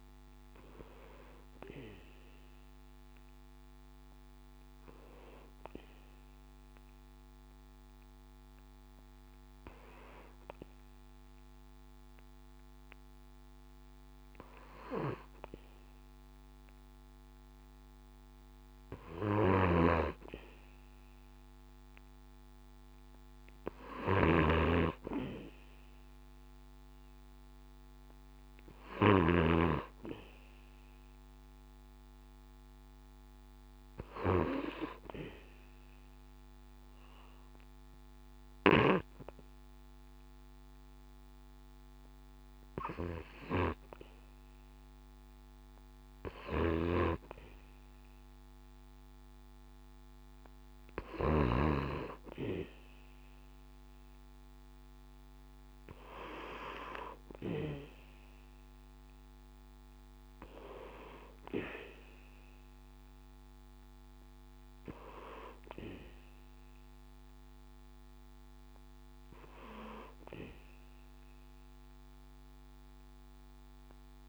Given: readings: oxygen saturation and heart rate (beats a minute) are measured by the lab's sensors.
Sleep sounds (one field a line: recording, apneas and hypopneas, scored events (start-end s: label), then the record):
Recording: breathing in sleep by a microphone on the trachea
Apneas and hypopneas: 2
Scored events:
3.00-18.00 s: hypopnea (oxygen 97% before, 94% lowest, heart rate 72 before, 65 extreme, up 5 after)
20.50-24.50 s: arousal
24.00-29.50 s: snoring (device-marked)
36.00-47.00 s: hypopnea (oxygen 97% before, 94% lowest, heart rate 68 before, 66 extreme, up 5 after)
46.00-51.50 s: snoring (device-marked)
52.50-56.00 s: arousal
From the record:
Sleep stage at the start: N2 (light sleep)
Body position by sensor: on the back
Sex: male